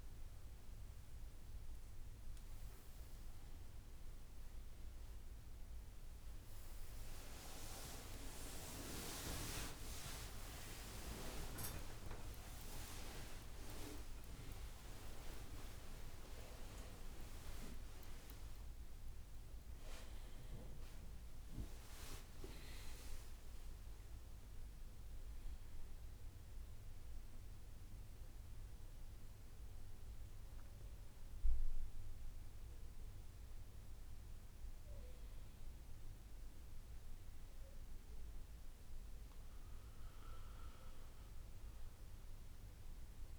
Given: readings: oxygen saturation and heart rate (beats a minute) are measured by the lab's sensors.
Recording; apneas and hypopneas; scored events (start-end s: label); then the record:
a person awake in a sleep study, by a room microphone; none
6.50-10.50 s: tachycardia (device-marked, heart rate 69 before, 101 extreme)
7.50-9.50 s: long interval between heartbeats (device-marked, heart rate 71 before, 80 extreme)
10.00-12.00 s: long interval between heartbeats (device-marked, heart rate 72 before, 101 extreme)
From the record:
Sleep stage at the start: awake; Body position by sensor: on the right side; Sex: male